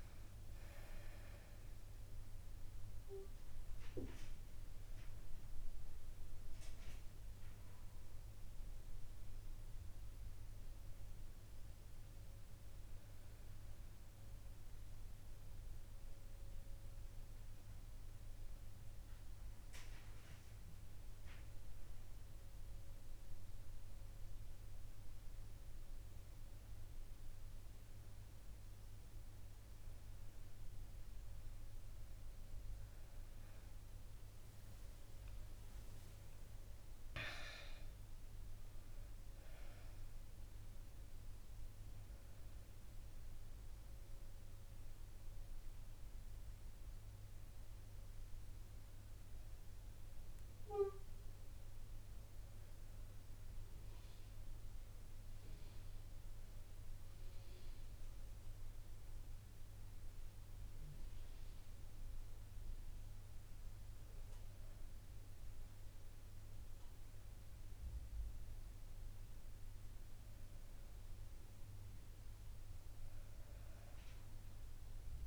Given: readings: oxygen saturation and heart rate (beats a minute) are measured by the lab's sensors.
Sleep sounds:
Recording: breathing in sleep, hard to hear, by a room microphone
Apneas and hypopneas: none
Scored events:
34.50-39.00 s: arousal
From the record:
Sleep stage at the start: N2 (light sleep)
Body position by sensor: on the back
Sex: female

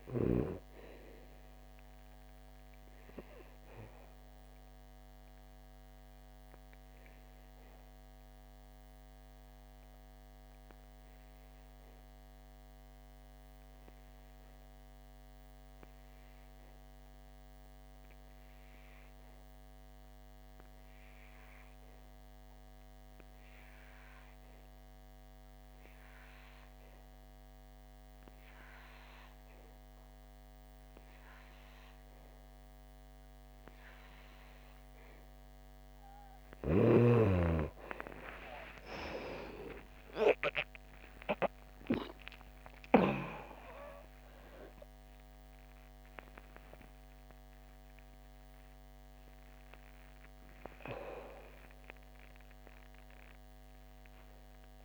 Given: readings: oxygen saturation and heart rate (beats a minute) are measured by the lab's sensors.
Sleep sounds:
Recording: breathing in sleep by a microphone on the trachea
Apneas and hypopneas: 1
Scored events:
0.00-23.00 s: oxygen desaturation (device-marked, oxygen 82% lowest, heart rate 60 extreme)
0.50-37.50 s: obstructive apnea (oxygen 99% before, 77% lowest, heart rate 81 before, 58 extreme, up 60 after)
25.00-54.85 s: oxygen desaturation (device-marked, oxygen 98% before, 77% lowest, heart rate 67 before, 58 extreme)
48.00-54.85 s: new sleep stage, awake
From the record:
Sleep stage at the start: N2 (light sleep)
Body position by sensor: on the back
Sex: female

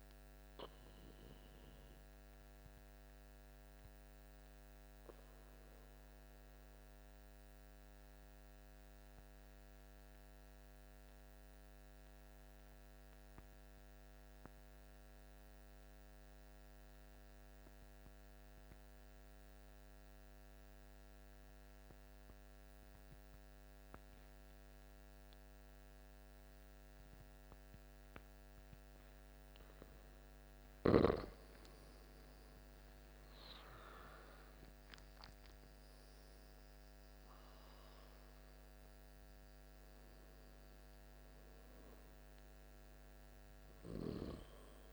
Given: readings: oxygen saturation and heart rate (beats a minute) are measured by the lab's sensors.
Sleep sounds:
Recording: breathing in sleep by a microphone on the trachea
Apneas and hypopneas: 1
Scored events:
0.00-4.00 s: oxygen desaturation (device-marked, oxygen 86% lowest, heart rate 53 extreme)
2.50-30.50 s: obstructive apnea (oxygen 95% before, 83% lowest, heart rate 57 before, 51 extreme, up 14 after)
23.00-44.93 s: oxygen desaturation (device-marked, oxygen 99% before, 83% lowest, heart rate 56 before, 51 extreme)
32.00-36.50 s: arousal
From the record:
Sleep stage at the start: N2 (light sleep)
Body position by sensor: on the back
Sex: male

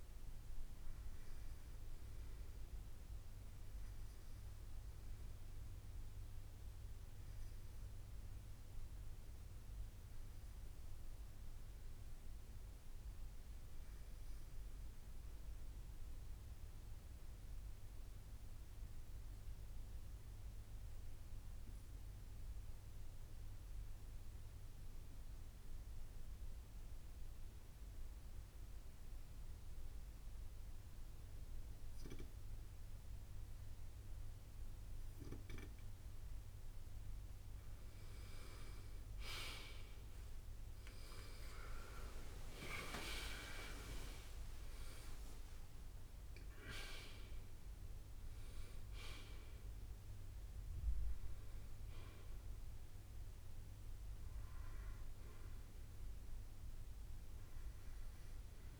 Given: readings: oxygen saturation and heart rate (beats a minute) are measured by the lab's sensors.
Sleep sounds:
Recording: breathing in sleep by a room microphone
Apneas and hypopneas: 1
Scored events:
15.00-35.50 s: obstructive apnea (oxygen 97% before, 91% lowest, heart rate 64 before, 59 extreme, up 9 after)
33.00-35.00 s: bradycardia (device-marked, heart rate 64 before, 60 extreme)
36.00-53.00 s: oxygen desaturation (device-marked, oxygen 95% before, 91% lowest, heart rate 63 before, 63 extreme)
40.50-44.00 s: arousal
42.00-55.00 s: drop in pulse transit time (device-marked, heart rate 62 before, 66 extreme)
From the record:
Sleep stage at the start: N2 (light sleep)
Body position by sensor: on the right side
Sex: male

